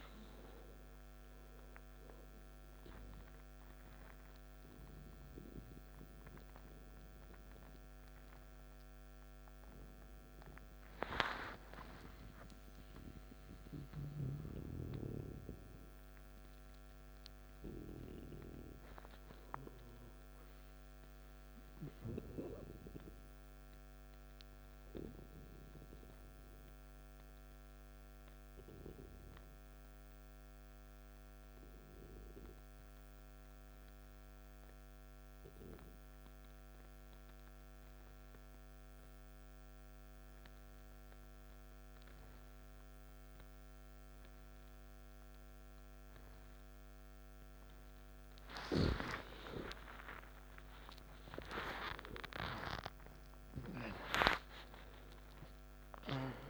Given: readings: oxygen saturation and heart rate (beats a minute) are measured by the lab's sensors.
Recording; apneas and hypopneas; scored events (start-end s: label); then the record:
breathing in sleep by a microphone on the trachea; 1
0.00-8.50 s: oxygen desaturation (device-marked, oxygen 92% lowest, heart rate 56 extreme)
11.50-15.50 s: arousal
24.50-47.50 s: central apnea (oxygen 98% before, 90% lowest, heart rate 60 before, 55 extreme, up 14 after)
44.50-56.50 s: oxygen desaturation (device-marked, oxygen 96% before, 90% lowest, heart rate 57 before, 56 extreme)
49.50-54.50 s: arousal
From the record:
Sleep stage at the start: N2 (light sleep); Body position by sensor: on the back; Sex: male